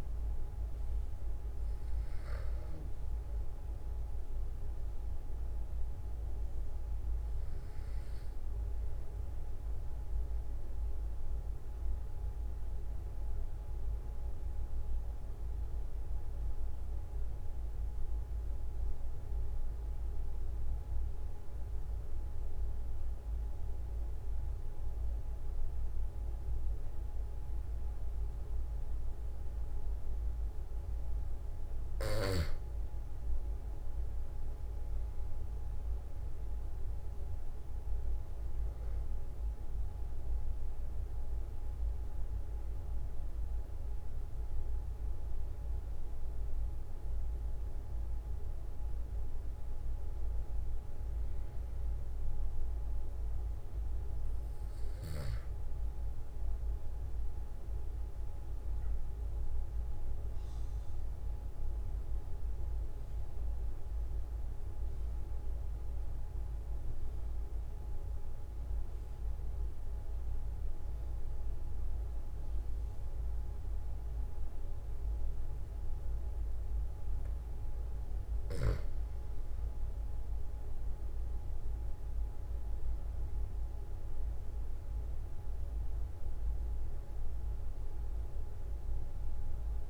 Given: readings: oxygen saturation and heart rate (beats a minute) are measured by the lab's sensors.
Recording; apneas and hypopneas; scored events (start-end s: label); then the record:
breathing in sleep, hard to hear, by a room microphone; 2
10.00-31.00 s: obstructive apnea (oxygen 95% before, 92% lowest, heart rate 46 before, 44 extreme, up 4 after)
33.50-38.50 s: arousal
57.00-78.00 s: obstructive apnea (oxygen 97% before, 93% lowest, heart rate 47 before, 43 extreme, up 3 after)
80.00-85.00 s: arousal
From the record:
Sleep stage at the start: N2 (light sleep); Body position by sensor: on the back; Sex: male